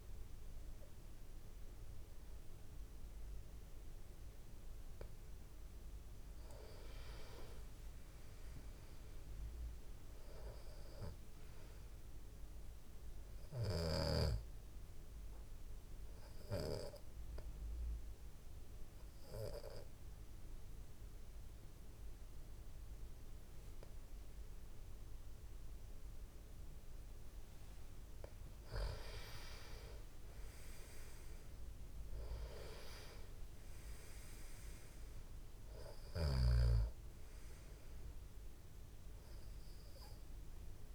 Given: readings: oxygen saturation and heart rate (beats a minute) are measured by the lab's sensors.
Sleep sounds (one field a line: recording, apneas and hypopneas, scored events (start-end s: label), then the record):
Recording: breathing in sleep by a room microphone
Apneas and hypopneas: 1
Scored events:
11.50-14.00 s: arousal
17.50-27.50 s: obstructive apnea (oxygen 97% before, 90% lowest)
29.00-32.50 s: arousal
35.50-40.95 s: oxygen desaturation (device-marked, oxygen 96% before, 90% lowest)
From the record:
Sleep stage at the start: N2 (light sleep)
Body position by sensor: on the back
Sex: male